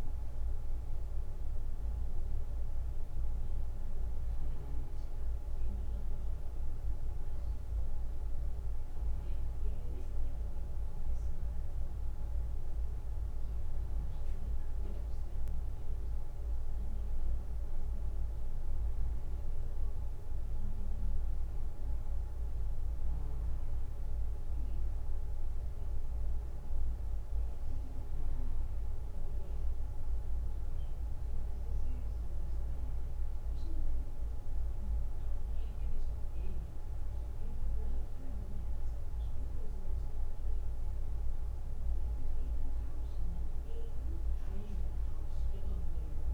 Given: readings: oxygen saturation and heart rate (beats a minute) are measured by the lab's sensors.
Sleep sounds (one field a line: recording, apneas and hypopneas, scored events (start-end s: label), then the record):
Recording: breathing in sleep, hard to hear, by a room microphone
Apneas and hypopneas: none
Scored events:
none scored
From the record:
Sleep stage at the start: N2 (light sleep)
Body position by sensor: on the back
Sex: male